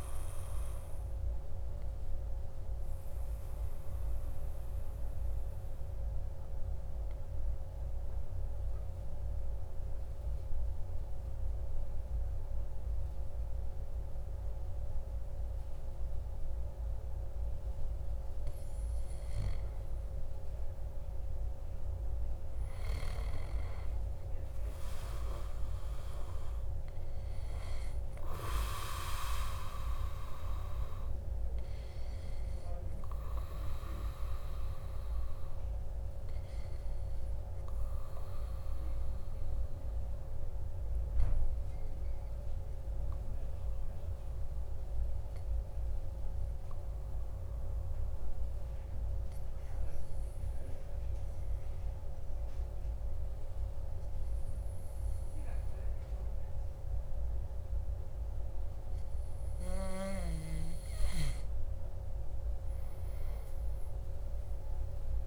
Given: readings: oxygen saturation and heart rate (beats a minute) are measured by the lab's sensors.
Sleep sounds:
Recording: breathing in sleep by a room microphone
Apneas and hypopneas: 2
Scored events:
0.50-20.00 s: obstructive apnea (oxygen 96% before, 93% lowest, heart rate 58 before, 52 extreme, up 4 after)
22.50-26.00 s: arousal
39.00-61.00 s: obstructive apnea (oxygen 100% before, 95% lowest, heart rate 55 before, 53 extreme, up 7 after)
From the record:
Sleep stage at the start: N2 (light sleep)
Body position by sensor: on the back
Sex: male

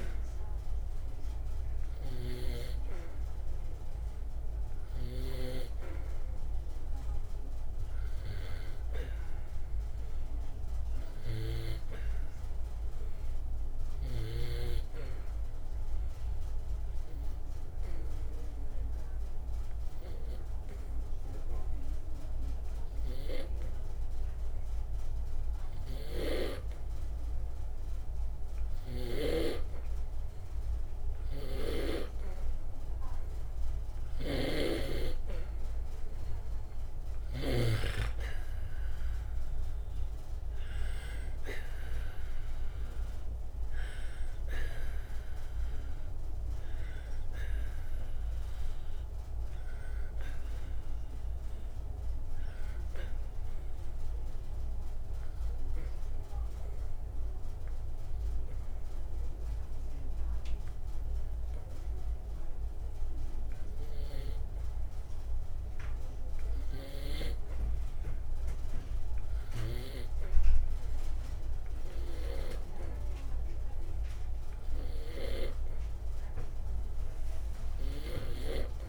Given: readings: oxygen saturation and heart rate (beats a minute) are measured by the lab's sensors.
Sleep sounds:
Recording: breathing in sleep by a room microphone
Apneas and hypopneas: 2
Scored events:
0.00-1.50 s: arousal
14.50-39.50 s: oxygen desaturation (device-marked, oxygen 97% before, 91% lowest, heart rate 60 before, 58 extreme)
17.50-33.50 s: hypopnea (oxygen 97% before, 87% lowest, heart rate 60 before, 59 extreme, up 2 after)
35.50-38.00 s: arousal
54.50-65.50 s: obstructive apnea (oxygen 92% before, 84% lowest, heart rate 62 before, 58 extreme, up 2 after)
54.50-75.50 s: oxygen desaturation (device-marked, oxygen 92% before, 87% lowest, heart rate 62 before, 58 extreme)
68.50-71.50 s: arousal
From the record:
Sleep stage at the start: N2 (light sleep)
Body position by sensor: on the back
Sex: male

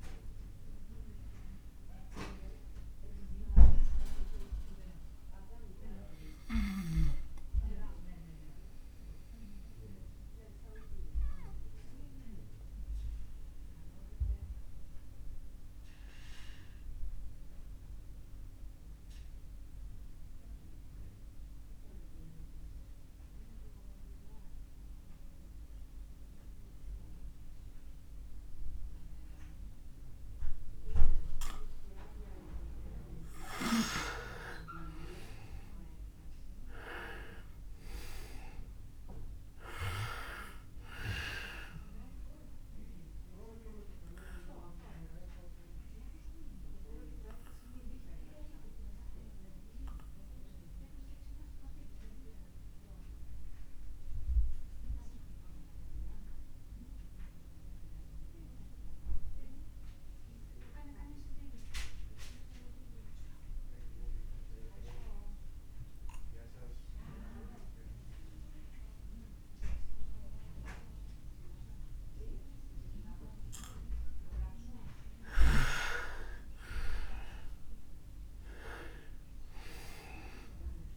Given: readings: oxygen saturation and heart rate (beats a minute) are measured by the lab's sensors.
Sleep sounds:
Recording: breathing in sleep by a room microphone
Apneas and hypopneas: 2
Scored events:
0.00-19.00 s: oxygen desaturation (device-marked, oxygen 80% lowest)
8.50-32.00 s: obstructive apnea (oxygen 95% before, 80% lowest)
35.50-39.50 s: arousal
39.00-66.00 s: oxygen desaturation (device-marked, oxygen 99% before, 87% lowest)
43.00-74.50 s: obstructive apnea (oxygen 99% before, 87% lowest)
75.00-80.97 s: oxygen desaturation (device-marked, oxygen 99% before, 89% lowest)
75.00-80.97 s: snoring (device-marked)
77.50-80.97 s: arousal
From the record:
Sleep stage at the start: N2 (light sleep)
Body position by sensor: on the back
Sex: male

